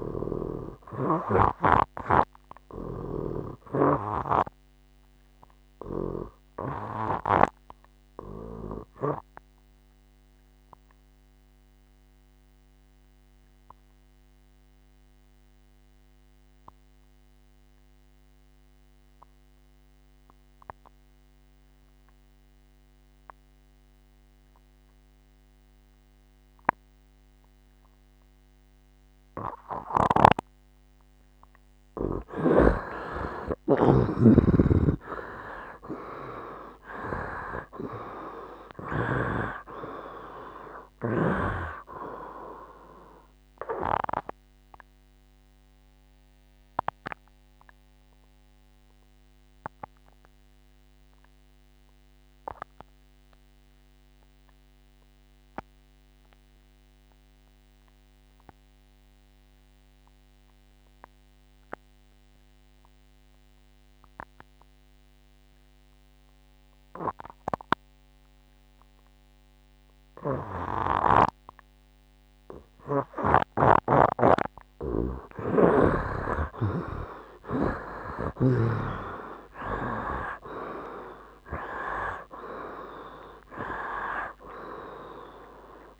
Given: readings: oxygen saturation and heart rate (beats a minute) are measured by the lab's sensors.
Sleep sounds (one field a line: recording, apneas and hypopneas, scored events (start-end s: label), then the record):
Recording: breathing in sleep by a microphone on the trachea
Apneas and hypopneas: 2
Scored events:
0.00-1.50 s: arousal
0.00-23.50 s: oxygen desaturation (device-marked, oxygen 58% lowest, heart rate 70 extreme)
8.50-31.00 s: obstructive apnea (oxygen 94% before, 46% lowest, heart rate 78 before, 70 extreme, up 21 after)
20.50-86.00 s: new sleep stage, REM sleep
25.50-59.50 s: oxygen desaturation (device-marked, oxygen 68% before, 46% lowest, heart rate 79 before, 71 extreme)
34.00-39.00 s: arousal
44.00-74.00 s: obstructive apnea (oxygen 68% before, 46% lowest, heart rate 84 before, 71 extreme, up 28 after)
74.50-86.00 s: oxygen desaturation (device-marked, oxygen 94% before, 56% lowest, heart rate 74 before, 70 extreme)
76.50-82.00 s: arousal
79.50-81.50 s: long interval between heartbeats (device-marked, heart rate 76 before, 98 extreme)
79.50-82.50 s: tachycardia (device-marked, heart rate 72 before, 100 extreme)
From the record:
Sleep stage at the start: N2 (light sleep)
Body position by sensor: on the right side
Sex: male